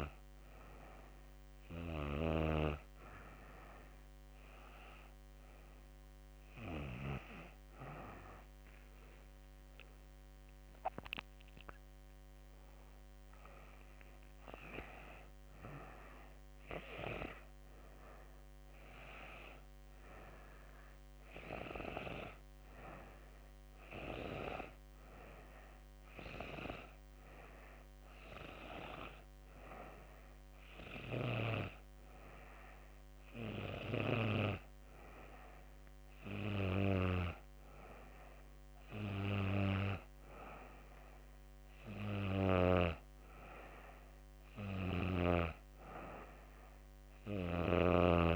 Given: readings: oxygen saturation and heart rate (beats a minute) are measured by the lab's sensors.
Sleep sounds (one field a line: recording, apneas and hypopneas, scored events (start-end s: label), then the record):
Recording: breathing in sleep by a microphone on the trachea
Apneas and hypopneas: none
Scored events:
none scored
From the record:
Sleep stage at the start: N2 (light sleep)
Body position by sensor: on the back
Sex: female